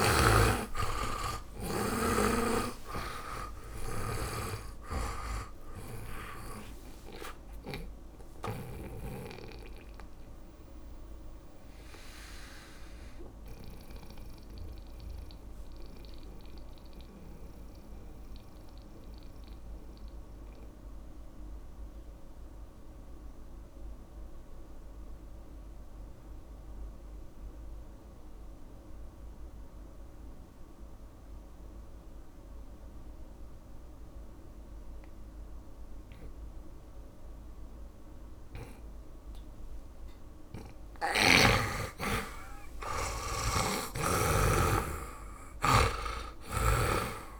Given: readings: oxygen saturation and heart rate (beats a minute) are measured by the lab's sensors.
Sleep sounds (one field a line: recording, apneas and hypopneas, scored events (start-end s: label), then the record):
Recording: breathing in sleep by a room microphone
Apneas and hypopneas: 1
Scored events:
0.00-3.00 s: arousal
0.00-24.50 s: oxygen desaturation (device-marked, oxygen 81% lowest)
12.50-40.00 s: mixed apnea (oxygen 100% before, 80% lowest)
41.50-46.00 s: arousal
42.50-47.40 s: oxygen desaturation (device-marked, oxygen 100% before, 80% lowest)
44.00-47.40 s: snoring (device-marked)
From the record:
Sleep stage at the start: N2 (light sleep)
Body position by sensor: on the back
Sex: male